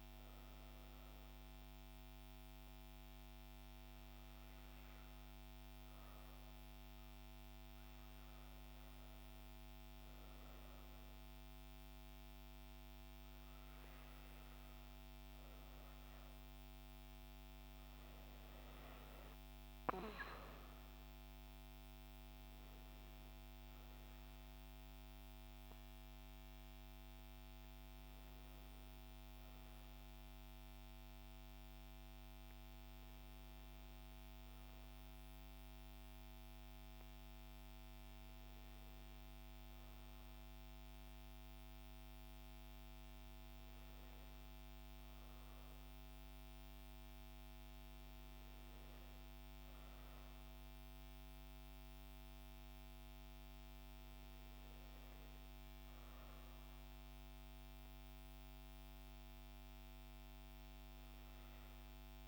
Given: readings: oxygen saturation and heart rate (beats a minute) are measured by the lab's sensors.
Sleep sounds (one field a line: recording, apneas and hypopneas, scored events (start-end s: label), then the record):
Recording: breathing in sleep, hard to hear, by a microphone on the trachea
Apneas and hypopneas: none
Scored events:
none scored
From the record:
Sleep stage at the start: N2 (light sleep)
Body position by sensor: on the back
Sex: female